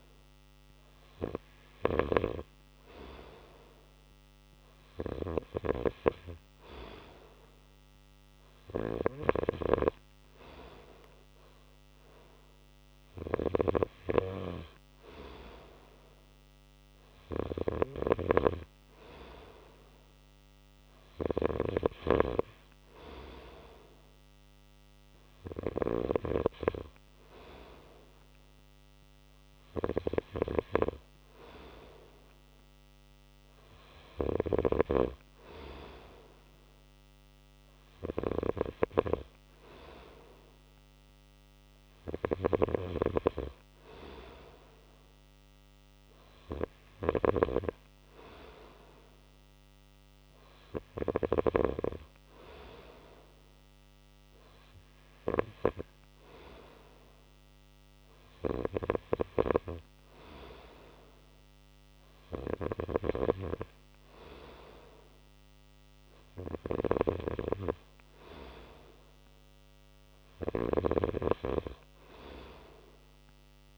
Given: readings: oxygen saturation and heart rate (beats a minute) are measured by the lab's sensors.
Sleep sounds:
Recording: breathing in sleep by a microphone on the trachea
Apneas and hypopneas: none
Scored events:
none scored
From the record:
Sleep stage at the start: N2 (light sleep)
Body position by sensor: on the right side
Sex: male

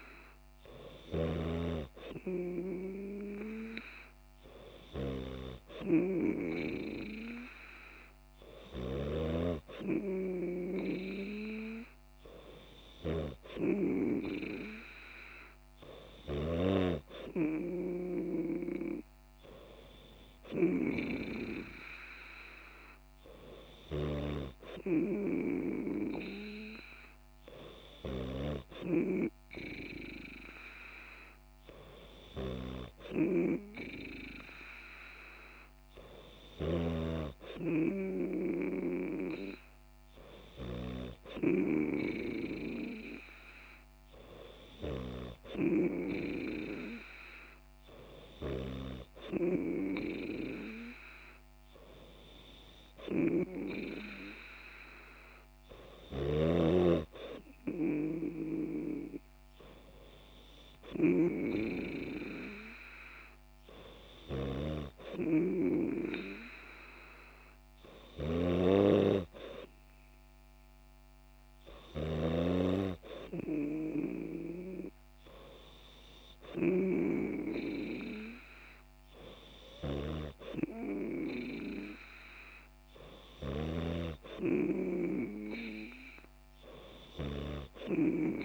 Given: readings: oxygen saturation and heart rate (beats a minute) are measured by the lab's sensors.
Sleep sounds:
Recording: breathing in sleep by a microphone on the trachea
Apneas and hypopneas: none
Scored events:
none scored
From the record:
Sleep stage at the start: N3 (deep sleep)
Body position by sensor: on the back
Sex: female

